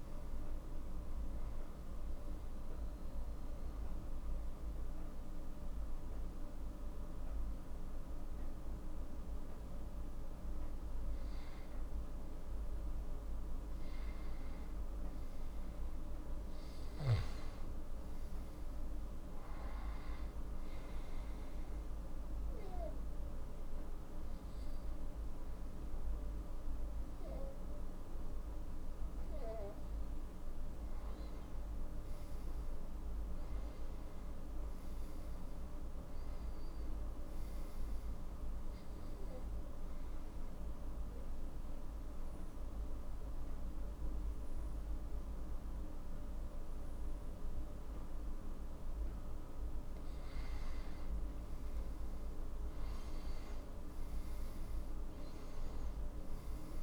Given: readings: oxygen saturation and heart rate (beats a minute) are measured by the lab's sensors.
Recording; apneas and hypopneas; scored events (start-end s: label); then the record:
breathing in sleep, hard to hear, by a room microphone; 3
0.00-7.50 s: oxygen desaturation (device-marked, oxygen 90% lowest, heart rate 53 extreme)
3.50-14.00 s: hypopnea (oxygen 93% before, 87% lowest, heart rate 62 before, 53 extreme, up 7 after)
15.50-19.50 s: arousal
21.50-33.50 s: oxygen desaturation (device-marked, oxygen 94% before, 90% lowest, heart rate 56 before, 57 extreme)
22.00-32.00 s: obstructive apnea (oxygen 94% before, 87% lowest, heart rate 56 before, 57 extreme, up 5 after)
33.50-36.50 s: arousal
38.50-48.50 s: oxygen desaturation (device-marked, oxygen 93% before, 89% lowest, heart rate 59 before, 57 extreme)
39.50-50.50 s: obstructive apnea (oxygen 94% before, 87% lowest, heart rate 59 before, 57 extreme, up 6 after)
53.00-56.83 s: arousal
From the record:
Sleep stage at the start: N2 (light sleep); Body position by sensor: on the back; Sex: male